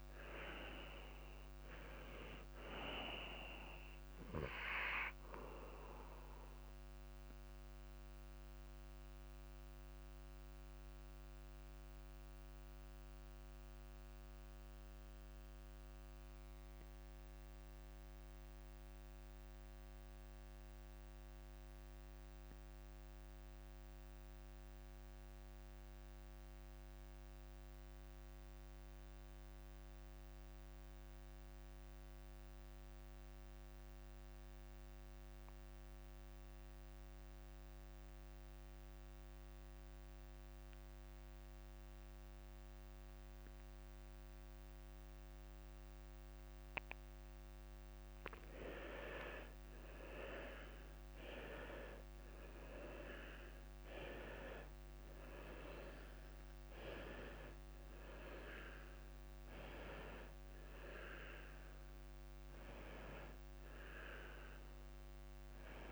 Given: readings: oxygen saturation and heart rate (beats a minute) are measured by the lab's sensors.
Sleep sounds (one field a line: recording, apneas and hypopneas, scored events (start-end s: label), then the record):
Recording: breathing in sleep by a microphone on the trachea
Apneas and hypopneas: 1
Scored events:
0.00-25.50 s: oxygen desaturation (device-marked, oxygen 89% lowest, heart rate 51 extreme)
8.50-48.00 s: mixed apnea (oxygen 98% before, 86% lowest, heart rate 56 before, 51 extreme, up 6 after)
42.50-65.92 s: oxygen desaturation (device-marked, oxygen 97% before, 86% lowest, heart rate 53 before, 56 extreme)
49.50-53.50 s: arousal
From the record:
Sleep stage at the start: N2 (light sleep)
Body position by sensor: on the left side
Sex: male